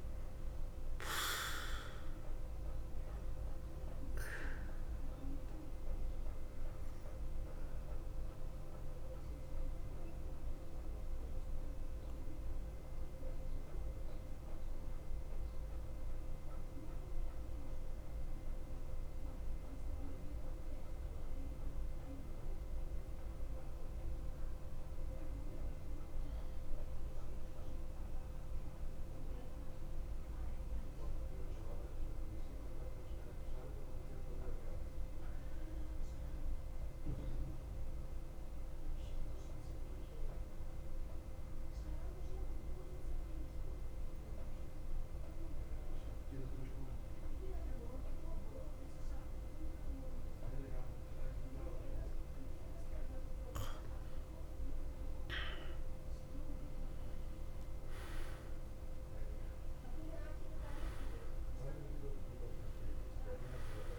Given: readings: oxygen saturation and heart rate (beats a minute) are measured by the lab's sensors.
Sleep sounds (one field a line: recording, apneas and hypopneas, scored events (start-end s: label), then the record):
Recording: breathing in sleep, hard to hear, by a room microphone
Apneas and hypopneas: 1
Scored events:
0.00-33.50 s: oxygen desaturation (device-marked, oxygen 88% lowest, heart rate 52 extreme)
5.00-51.50 s: mixed apnea (oxygen 96% before, 87% lowest, heart rate 56 before, 52 extreme, up 2 after)
54.00-58.50 s: arousal
58.50-63.99 s: oxygen desaturation (device-marked, oxygen 96% before, 87% lowest, heart rate 54 before, 52 extreme)
From the record:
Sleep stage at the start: N2 (light sleep)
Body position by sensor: on the back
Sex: male